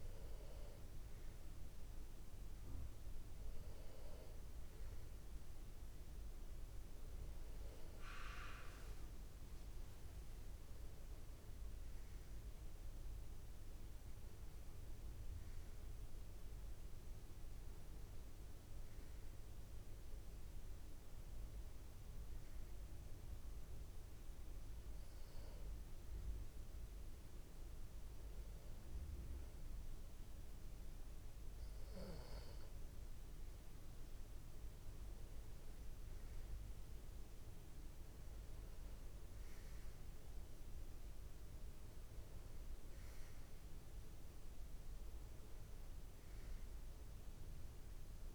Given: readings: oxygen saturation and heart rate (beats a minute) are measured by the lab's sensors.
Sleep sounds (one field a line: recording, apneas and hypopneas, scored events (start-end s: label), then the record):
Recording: breathing in sleep, hard to hear, by a room microphone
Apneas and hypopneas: 1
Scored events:
25.00-35.00 s: hypopnea (oxygen 94% before, 93% lowest)
41.00-44.00 s: arousal
From the record:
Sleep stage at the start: N2 (light sleep)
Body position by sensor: on the back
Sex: male